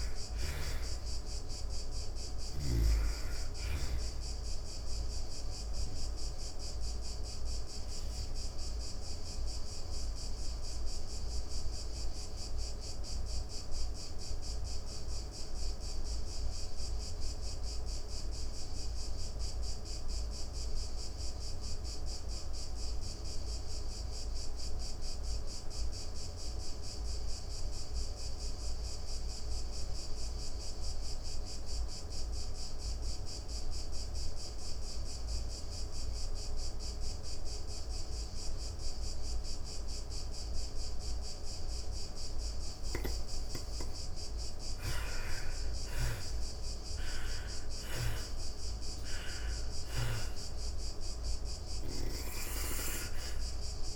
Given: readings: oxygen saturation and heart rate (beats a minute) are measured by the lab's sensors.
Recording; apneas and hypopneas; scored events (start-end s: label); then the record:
breathing in sleep by a room microphone; 1
0.00-2.50 s: snoring (device-marked)
0.00-20.50 s: oxygen desaturation (device-marked, oxygen 78% lowest)
4.50-42.50 s: obstructive apnea (oxygen 99% before, 78% lowest)
33.50-53.96 s: oxygen desaturation (device-marked, oxygen 99% before, 79% lowest)
43.50-47.00 s: arousal
From the record:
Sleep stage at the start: N2 (light sleep); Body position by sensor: on the back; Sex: female